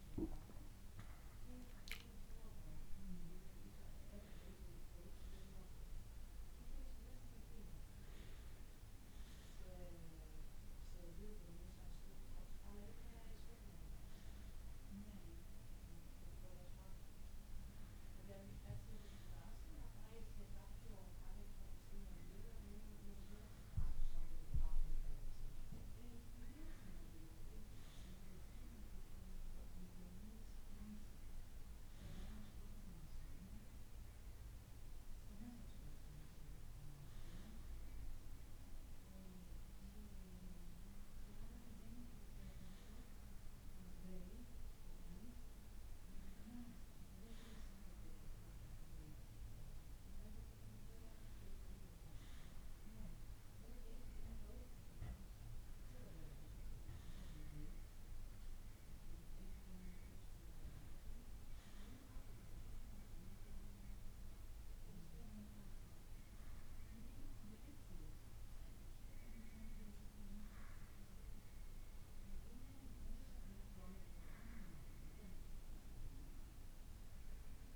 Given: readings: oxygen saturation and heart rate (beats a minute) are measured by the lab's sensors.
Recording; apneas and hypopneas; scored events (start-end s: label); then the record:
breathing in sleep by a room microphone; none
0.00-2.00 s: arousal
From the record:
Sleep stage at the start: N1 (lightest sleep); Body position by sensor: on the back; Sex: male